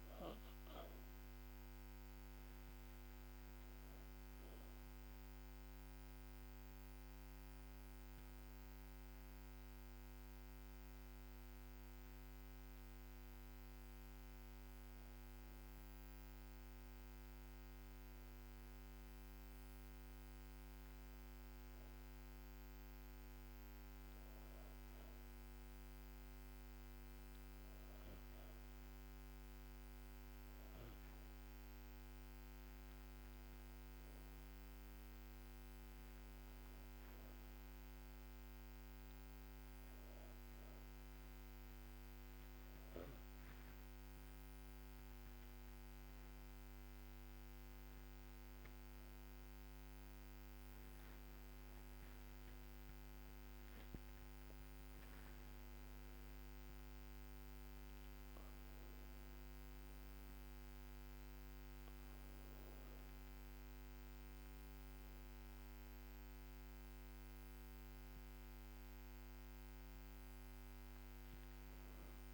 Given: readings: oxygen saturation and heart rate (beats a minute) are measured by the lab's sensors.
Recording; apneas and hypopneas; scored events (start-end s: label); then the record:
a person partly awake in a sleep study, hard to hear, by a microphone on the trachea; none
9.50-72.34 s: new sleep stage, N2 (light sleep)
54.00-58.50 s: arousal
From the record:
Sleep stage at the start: awake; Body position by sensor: on the back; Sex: female